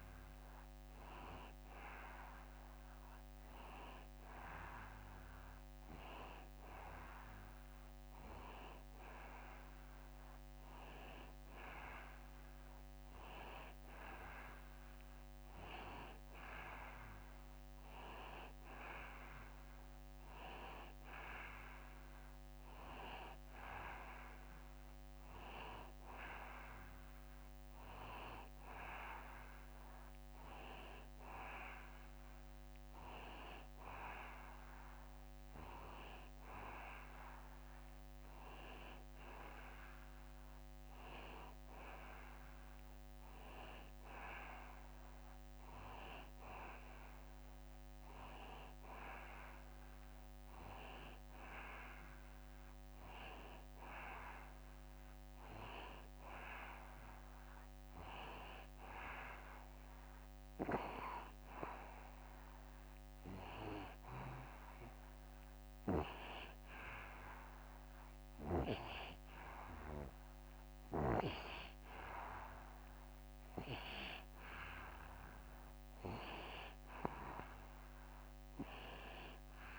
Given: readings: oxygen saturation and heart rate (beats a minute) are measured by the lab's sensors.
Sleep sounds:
breathing in sleep by a microphone on the trachea; none
none scored
From the record:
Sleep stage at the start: N2 (light sleep); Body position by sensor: on the back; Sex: male

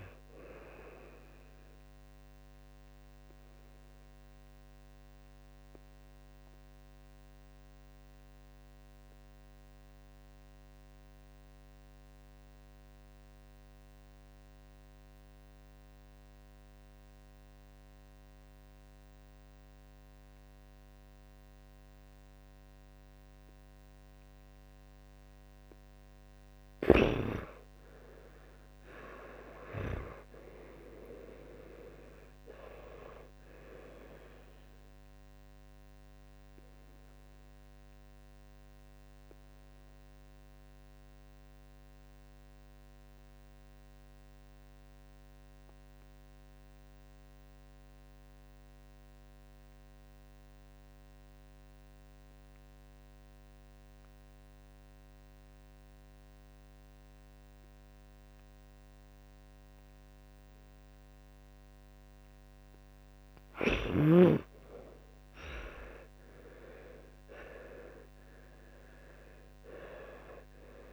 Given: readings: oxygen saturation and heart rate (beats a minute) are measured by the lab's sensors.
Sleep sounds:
breathing in sleep by a microphone on the trachea; 2
3.00-27.00 s: obstructive apnea (oxygen 99% before, 85% lowest, heart rate 97 before, 39 extreme, up 27 after)
7.50-26.50 s: oxygen desaturation (device-marked, oxygen 99% before, 89% lowest, heart rate 95 before, 39 extreme)
26.50-30.00 s: snoring (device-marked)
28.50-33.00 s: arousal
32.50-63.50 s: oxygen desaturation (device-marked, oxygen 99% before, 91% lowest, heart rate 62 before, 35 extreme)
35.00-62.00 s: obstructive apnea (oxygen 99% before, 84% lowest, heart rate 65 before, 35 extreme)
65.50-70.50 s: arousal
From the record:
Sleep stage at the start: N2 (light sleep); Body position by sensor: on the back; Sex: male

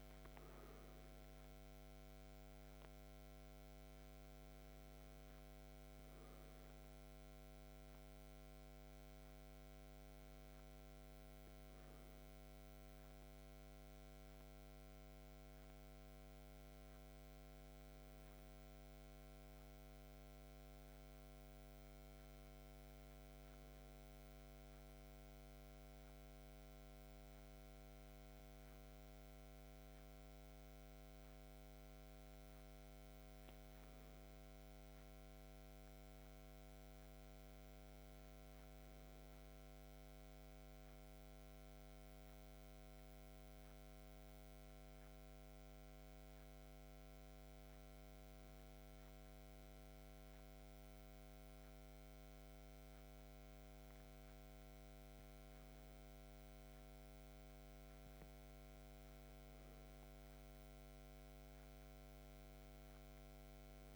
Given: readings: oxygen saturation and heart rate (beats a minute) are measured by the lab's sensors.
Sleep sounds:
breathing in sleep, hard to hear, by a microphone on the trachea; none
none scored
From the record:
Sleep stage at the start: N2 (light sleep); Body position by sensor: on the back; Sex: male

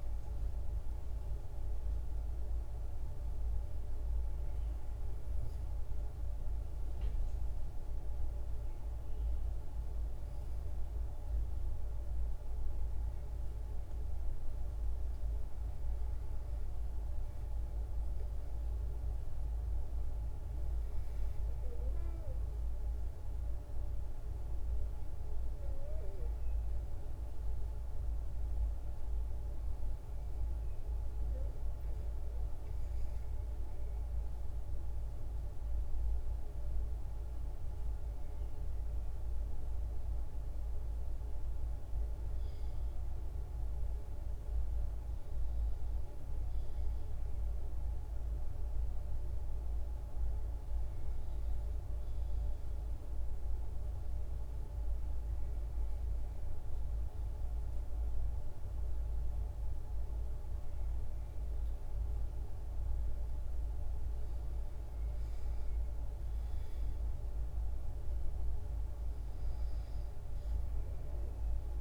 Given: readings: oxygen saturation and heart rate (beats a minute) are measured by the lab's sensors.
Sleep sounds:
breathing in sleep, hard to hear, by a room microphone; 2
5.00-15.50 s: obstructive apnea (oxygen 96% before, 91% lowest, heart rate 160 before, 55 extreme, up 16 after)
16.50-20.00 s: arousal
44.00-47.50 s: arousal
51.50-61.50 s: obstructive apnea (oxygen 96% before, 89% lowest, heart rate 70 before, 91 extreme)
63.00-71.81 s: oxygen desaturation (device-marked, oxygen 95% before, 89% lowest, heart rate 79 before, 47 extreme)
64.50-68.50 s: arousal
From the record:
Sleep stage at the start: N2 (light sleep); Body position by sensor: on the back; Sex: female

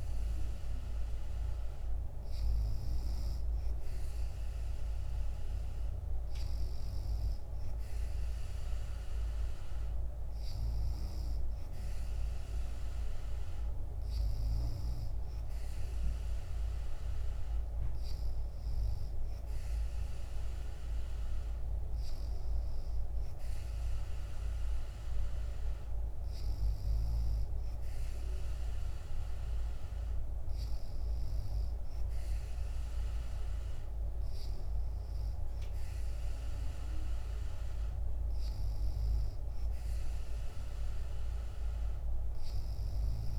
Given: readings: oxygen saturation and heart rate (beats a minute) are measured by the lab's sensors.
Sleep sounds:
breathing in sleep, hard to hear, by a room microphone; none
none scored
From the record:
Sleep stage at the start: N3 (deep sleep); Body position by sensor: on the back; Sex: female

